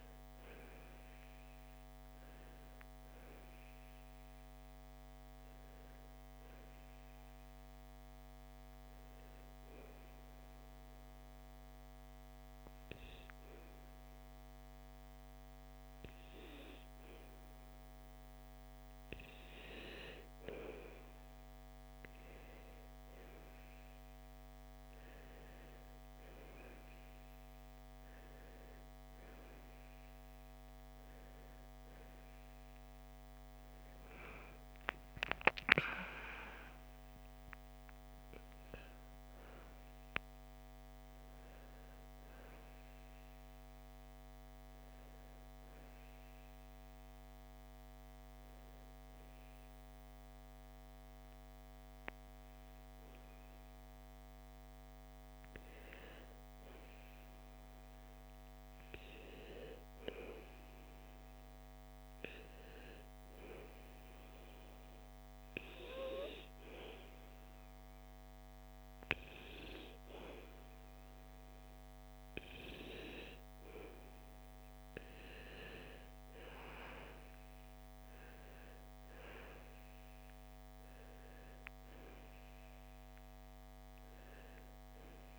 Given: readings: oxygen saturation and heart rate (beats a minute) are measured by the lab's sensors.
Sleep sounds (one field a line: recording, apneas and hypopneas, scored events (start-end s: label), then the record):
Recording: breathing in sleep by a microphone on the trachea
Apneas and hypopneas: 3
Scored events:
0.00-11.00 s: oxygen desaturation (device-marked, oxygen 92% lowest, heart rate 55 extreme)
9.50-20.50 s: hypopnea (oxygen 96% before, 92% lowest, heart rate 59 before, 55 extreme, up 3 after)
26.00-41.00 s: oxygen desaturation (device-marked, oxygen 97% before, 92% lowest, heart rate 57 before, 55 extreme)
32.00-36.00 s: arousal
43.00-55.00 s: hypopnea (oxygen 97% before, 90% lowest, heart rate 60 before, 55 extreme, up 3 after)
57.00-61.00 s: arousal
64.00-74.00 s: hypopnea (oxygen 97% before, 90% lowest, heart rate 58 before, 55 extreme, up 6 after)
67.00-73.00 s: oxygen desaturation (device-marked, oxygen 97% before, 93% lowest, heart rate 57 before, 56 extreme)
76.00-80.50 s: arousal
82.00-85.39 s: oxygen desaturation (device-marked, oxygen 95% before, 92% lowest, heart rate 59 before, 55 extreme)
From the record:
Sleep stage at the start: N2 (light sleep)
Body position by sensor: on the back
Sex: female